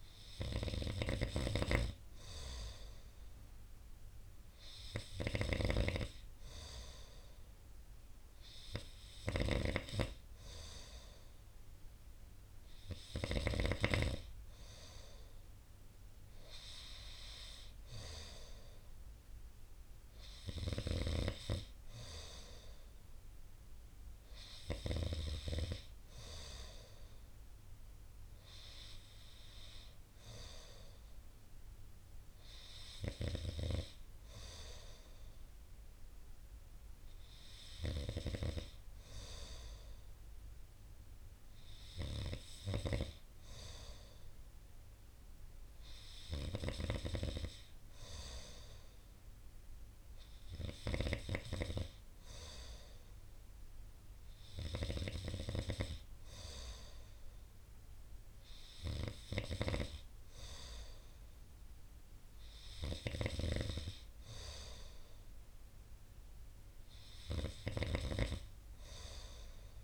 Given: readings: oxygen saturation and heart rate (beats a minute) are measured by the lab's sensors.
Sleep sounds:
breathing in sleep by a room microphone; none
0.00-1.00 s: snoring (device-marked)
From the record:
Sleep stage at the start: N2 (light sleep); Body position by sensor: on the right side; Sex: male

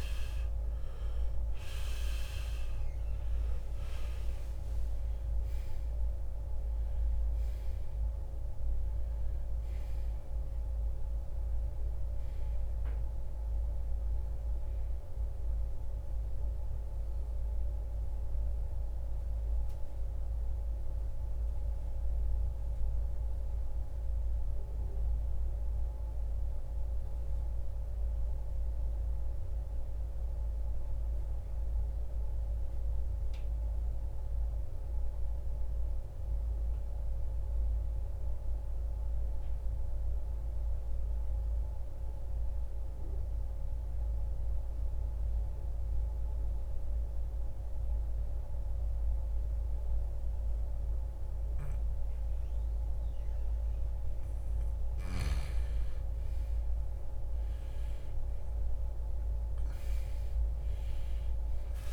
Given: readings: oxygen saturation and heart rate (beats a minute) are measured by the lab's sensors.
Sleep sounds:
breathing in sleep, hard to hear, by a room microphone; 1
0.00-30.00 s: oxygen desaturation (device-marked, oxygen 79% lowest, heart rate 54 extreme)
16.00-54.50 s: obstructive apnea (oxygen 93% before, 79% lowest, heart rate 82 before, 54 extreme, up 20 after)
51.00-61.92 s: oxygen desaturation (device-marked, oxygen 98% before, 82% lowest, heart rate 67 before, 57 extreme)
56.00-60.50 s: arousal
From the record:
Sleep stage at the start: N2 (light sleep); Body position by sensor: on the right side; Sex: male

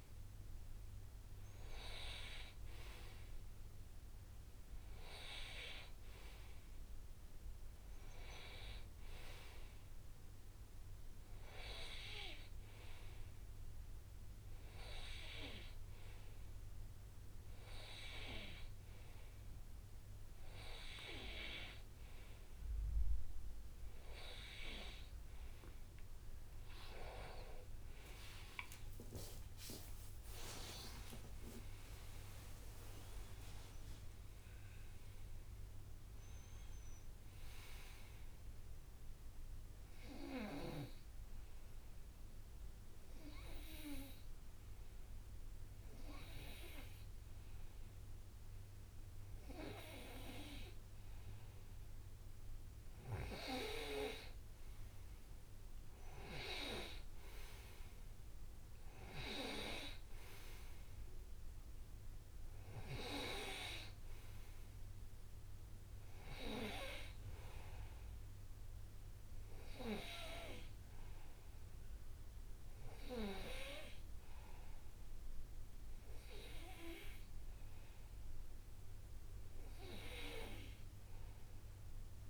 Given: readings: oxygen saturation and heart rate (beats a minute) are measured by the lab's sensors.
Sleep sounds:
breathing in sleep by a room microphone; 1
28.00-34.00 s: tachycardia (device-marked, heart rate 66 before, 117 extreme)
29.50-34.00 s: arousal
31.00-33.00 s: long interval between heartbeats (device-marked, heart rate 69 before, 104 extreme)
33.00-35.00 s: long interval between heartbeats (device-marked, heart rate 73 before, 117 extreme)
40.00-53.50 s: obstructive apnea (oxygen 98% before, 96% lowest, heart rate 84 before, 62 extreme, up 2 after)
57.50-62.00 s: arousal
From the record:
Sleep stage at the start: N2 (light sleep); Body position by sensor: on the right side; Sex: male

